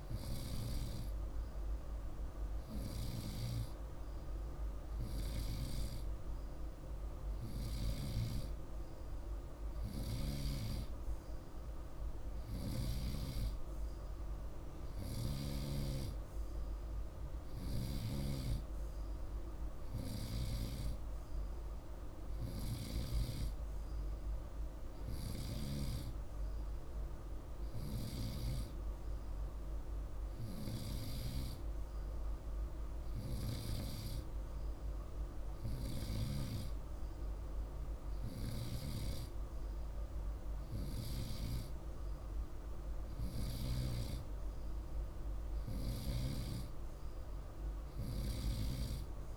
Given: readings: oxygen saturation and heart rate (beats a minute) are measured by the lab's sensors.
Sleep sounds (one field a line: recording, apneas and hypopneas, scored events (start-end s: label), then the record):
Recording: breathing in sleep by a room microphone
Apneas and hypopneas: none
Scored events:
none scored
From the record:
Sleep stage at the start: N2 (light sleep)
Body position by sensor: on the right side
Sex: male